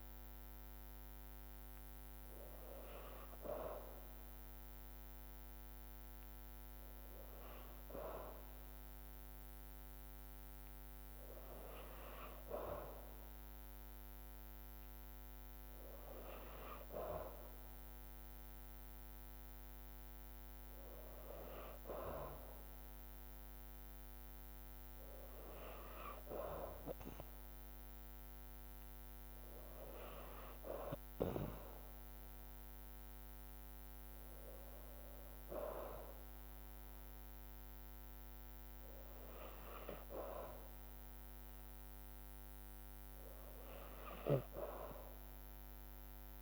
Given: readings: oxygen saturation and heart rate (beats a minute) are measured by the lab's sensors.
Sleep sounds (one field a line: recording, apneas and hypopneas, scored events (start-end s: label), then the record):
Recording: breathing in sleep by a microphone on the trachea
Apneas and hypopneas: none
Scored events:
none scored
From the record:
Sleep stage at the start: N2 (light sleep)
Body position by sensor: on the back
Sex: female